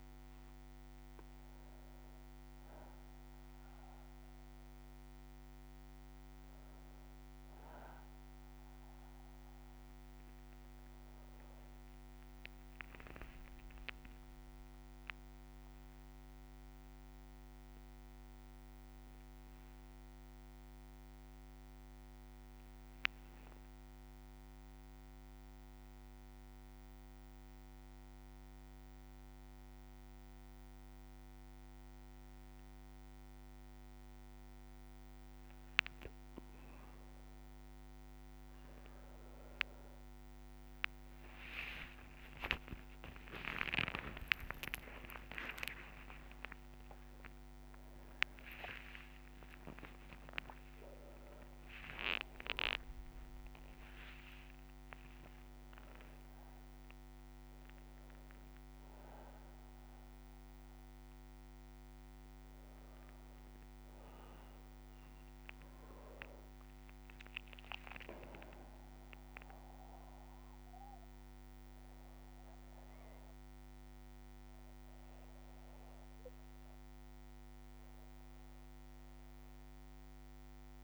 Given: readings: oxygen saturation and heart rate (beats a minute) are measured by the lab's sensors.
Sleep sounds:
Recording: a person awake in a sleep study, by a microphone on the trachea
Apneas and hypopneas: none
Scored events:
11.50-13.50 s: long interval between heartbeats (device-marked, heart rate 60 before, 78 extreme)
14.50-17.50 s: bradycardia (device-marked, heart rate 63 before, 70 extreme)
23.50-25.50 s: long interval between heartbeats (device-marked, heart rate 66 before, 69 extreme)
23.50-80.83 s: new sleep stage, awake
28.50-34.50 s: bradycardia (device-marked, heart rate 63 before, 59 extreme)
36.50-48.50 s: tachycardia (device-marked, heart rate 63 before, 200 extreme)
39.00-41.00 s: long interval between heartbeats (device-marked, heart rate 64 before, 82 extreme)
42.00-44.00 s: long interval between heartbeats (device-marked, heart rate 70 before, 145 extreme)
45.00-47.00 s: long interval between heartbeats (device-marked, heart rate 84 before, 185 extreme)
49.50-51.50 s: long interval between heartbeats (device-marked, heart rate 108 before, 117 extreme)
74.50-80.50 s: bradycardia (device-marked, heart rate 66 before, 59 extreme)
From the record:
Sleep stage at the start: N1 (lightest sleep)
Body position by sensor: on the back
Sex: male

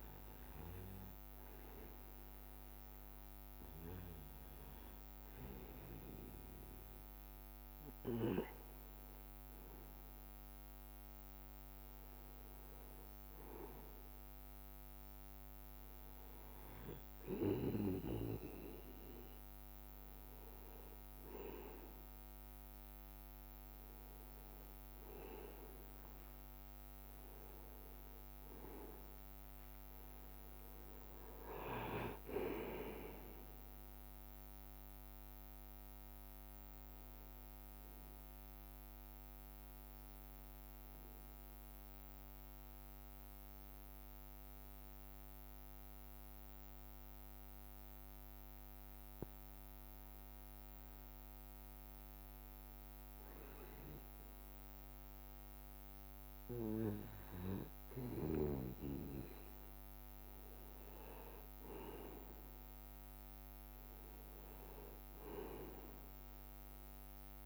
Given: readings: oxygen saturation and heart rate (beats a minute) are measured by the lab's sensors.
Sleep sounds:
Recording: breathing in sleep by a microphone on the trachea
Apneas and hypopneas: 1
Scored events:
26.00-28.00 s: long interval between heartbeats (device-marked, heart rate 67 before, 74 extreme)
27.00-32.50 s: arousal
31.50-35.00 s: leg movement (device-marked)
31.50-46.50 s: drop in pulse transit time (device-marked, heart rate 71 before, 67 extreme)
41.50-56.50 s: hypopnea (oxygen 93% before, 92% lowest, heart rate 73 before, 66 extreme, up 2 after)
46.50-67.46 s: new sleep stage, N2 (light sleep)
58.50-63.50 s: arousal
From the record:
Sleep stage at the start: N1 (lightest sleep)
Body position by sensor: on the right side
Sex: male

